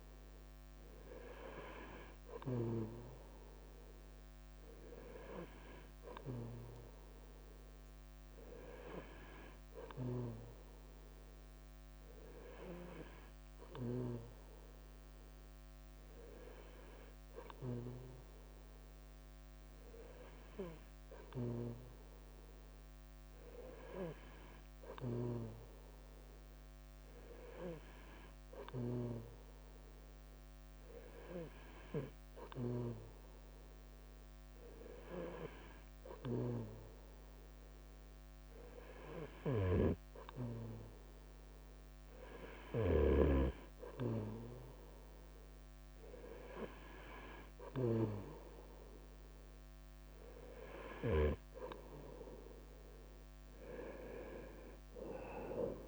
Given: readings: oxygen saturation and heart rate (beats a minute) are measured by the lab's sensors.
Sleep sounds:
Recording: breathing in sleep by a microphone on the trachea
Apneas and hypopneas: none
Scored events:
0.00-1.50 s: long interval between heartbeats (device-marked, heart rate 60 extreme)
0.00-12.00 s: bradycardia (device-marked, heart rate 45 extreme)
17.00-55.88 s: bradycardia (device-marked, heart rate 53 before, 45 extreme)
From the record:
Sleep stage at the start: N3 (deep sleep)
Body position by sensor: on the right side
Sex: male

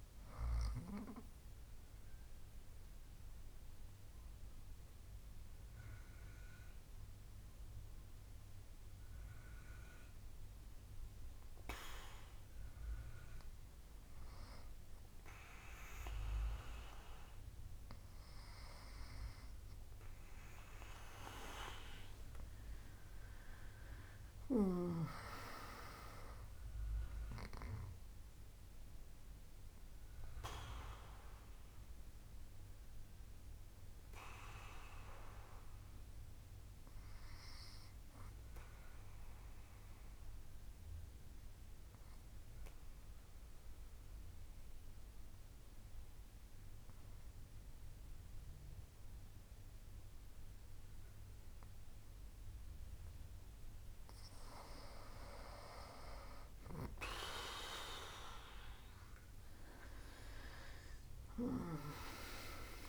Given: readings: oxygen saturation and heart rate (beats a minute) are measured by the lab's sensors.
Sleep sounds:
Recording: breathing in sleep by a room microphone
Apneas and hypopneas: 2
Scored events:
1.00-16.00 s: obstructive apnea (oxygen 98% before, 97% lowest, heart rate 73 before, 65 extreme, up 8 after)
22.00-25.50 s: arousal
37.50-54.00 s: obstructive apnea (oxygen 98% before, 97% lowest, heart rate 70 before, 65 extreme, up 15 after)
56.50-60.50 s: arousal
From the record:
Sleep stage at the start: N2 (light sleep)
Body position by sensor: on the back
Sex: female

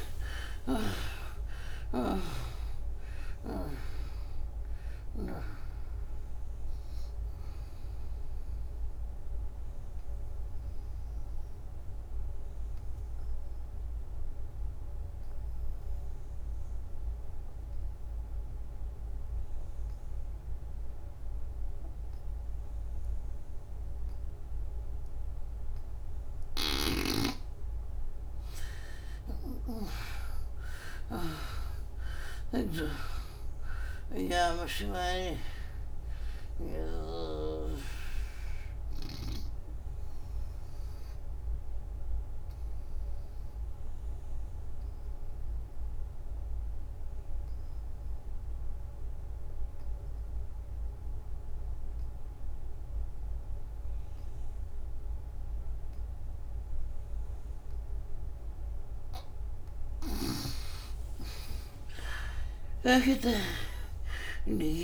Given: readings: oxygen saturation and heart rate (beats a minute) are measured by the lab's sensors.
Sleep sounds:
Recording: breathing in sleep by a room microphone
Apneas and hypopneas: 2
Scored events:
0.00-2.00 s: snoring (device-marked)
0.00-17.50 s: oxygen desaturation (device-marked, oxygen 75% lowest, heart rate 69 extreme)
10.50-27.50 s: obstructive apnea (oxygen 94% before, 76% lowest, heart rate 99 before, 67 extreme, up 21 after)
24.50-47.50 s: oxygen desaturation (device-marked, oxygen 99% before, 79% lowest, heart rate 85 before, 67 extreme)
26.50-32.50 s: snoring (device-marked)
29.50-32.50 s: arousal
39.50-59.00 s: obstructive apnea (oxygen 99% before, 76% lowest, heart rate 78 before, 67 extreme, up 40 after)
54.50-60.50 s: oxygen desaturation (device-marked, oxygen 98% before, 93% lowest, heart rate 81 before, 73 extreme)
59.50-64.83 s: snoring (device-marked)
60.50-63.00 s: arousal
From the record:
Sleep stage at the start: N2 (light sleep)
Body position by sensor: on the back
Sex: female

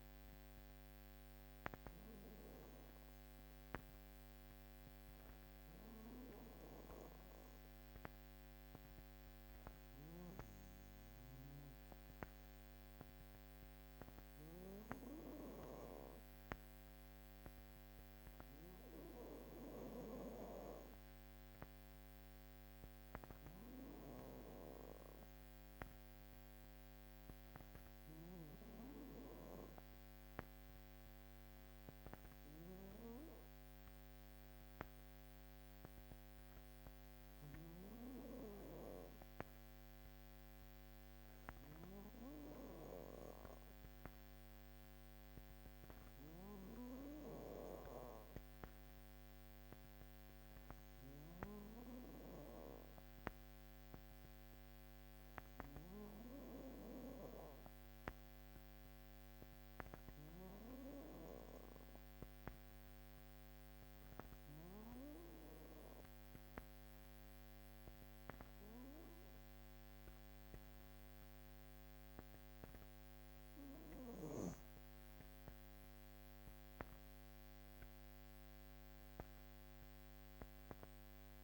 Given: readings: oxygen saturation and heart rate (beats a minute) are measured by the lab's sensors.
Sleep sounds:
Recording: breathing in sleep by a microphone on the trachea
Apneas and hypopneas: 1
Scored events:
9.50-14.50 s: snoring (device-marked)
59.50-73.00 s: hypopnea (oxygen 96% before, 93% lowest, heart rate 56 before, 55 extreme, up 7 after)
From the record:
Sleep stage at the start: N2 (light sleep)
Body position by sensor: on the back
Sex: female

